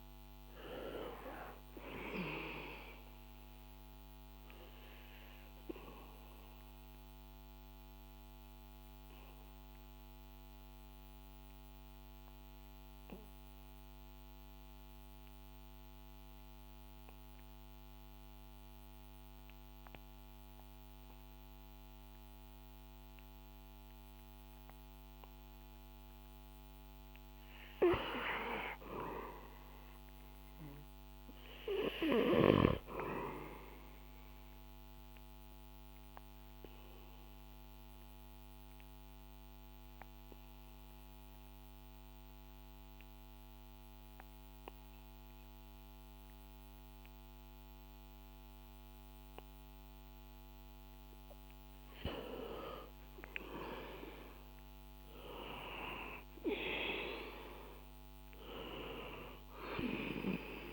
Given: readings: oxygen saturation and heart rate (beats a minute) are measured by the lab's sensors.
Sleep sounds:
breathing in sleep by a microphone on the trachea; 2
0.00-1.00 s: oxygen desaturation (device-marked, oxygen 94% lowest, heart rate 63 extreme)
5.50-27.50 s: mixed apnea (oxygen 98% before, 92% lowest, heart rate 68 before, 61 extreme, up 2 after)
29.50-34.00 s: arousal
37.50-51.00 s: obstructive apnea (oxygen 97% before, 92% lowest, heart rate 65 before, 58 extreme, up 9 after)
53.50-58.00 s: arousal
From the record:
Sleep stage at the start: N2 (light sleep); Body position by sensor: on the back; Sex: male

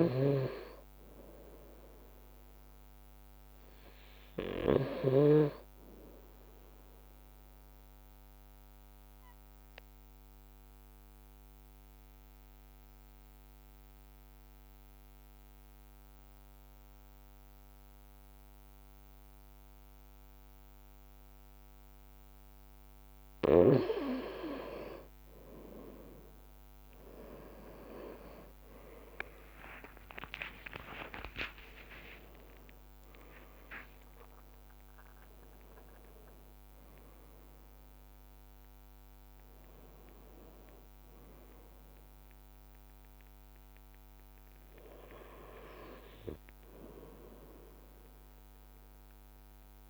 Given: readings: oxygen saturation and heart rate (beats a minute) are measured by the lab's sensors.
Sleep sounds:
breathing in sleep by a microphone on the trachea; 1
0.00-5.00 s: snoring (device-marked)
0.00-6.50 s: leg movement (device-marked)
7.50-21.00 s: obstructive apnea (oxygen 98% before, 93% lowest, heart rate 55 before, 54 extreme, up 3 after)
14.00-17.00 s: leg movement (device-marked)
25.00-29.00 s: arousal
27.00-31.00 s: leg movement (device-marked)
30.00-32.00 s: long interval between heartbeats (device-marked, heart rate 55 before, 68 extreme)
31.50-34.00 s: leg movement (device-marked)
From the record:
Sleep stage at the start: N2 (light sleep); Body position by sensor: on the right side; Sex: male

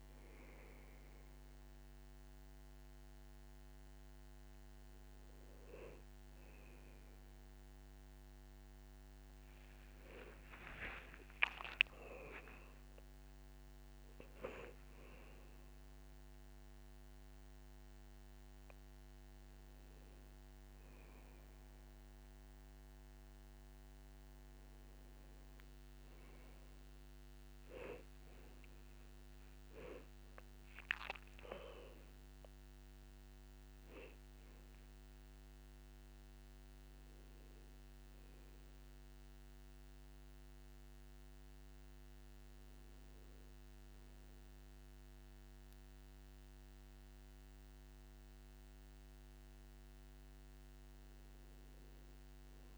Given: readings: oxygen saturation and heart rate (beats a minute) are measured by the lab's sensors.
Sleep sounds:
breathing in sleep by a microphone on the trachea; none
11.50-13.50 s: long interval between heartbeats (device-marked, heart rate 59 before, 78 extreme)
From the record:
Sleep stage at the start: N1 (lightest sleep); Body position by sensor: on the back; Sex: male

